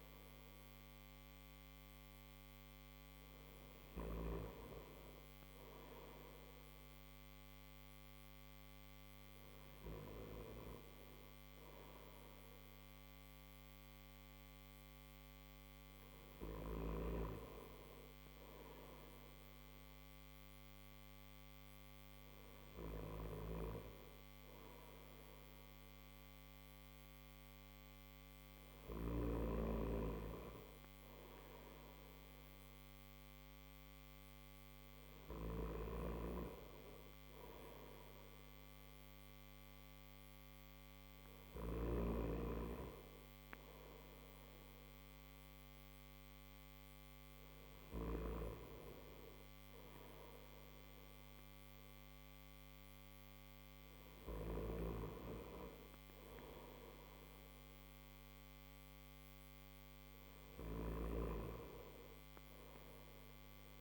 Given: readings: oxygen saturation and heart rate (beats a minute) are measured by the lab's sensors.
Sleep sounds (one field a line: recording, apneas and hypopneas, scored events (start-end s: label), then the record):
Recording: breathing in sleep by a microphone on the trachea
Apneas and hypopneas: none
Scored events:
none scored
From the record:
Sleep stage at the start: N1 (lightest sleep)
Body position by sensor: on the back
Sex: male